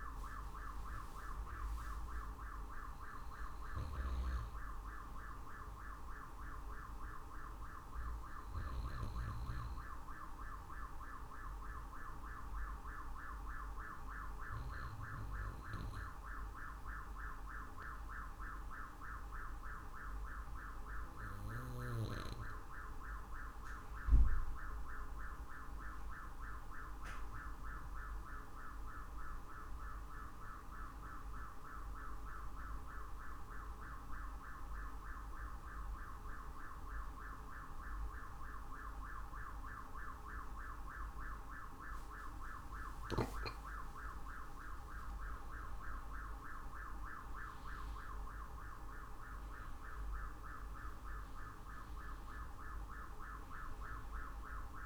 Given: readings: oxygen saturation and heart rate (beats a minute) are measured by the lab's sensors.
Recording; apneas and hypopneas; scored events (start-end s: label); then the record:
breathing in sleep, hard to hear, by a room microphone; 1
10.00-43.00 s: obstructive apnea (oxygen 95% before, 92% lowest, heart rate 51 before, 50 extreme, up 4 after)
46.00-50.00 s: arousal
48.50-54.85 s: drop in pulse transit time (device-marked, heart rate 51 before, 50 extreme)
From the record:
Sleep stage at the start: N2 (light sleep); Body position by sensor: on the right side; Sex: male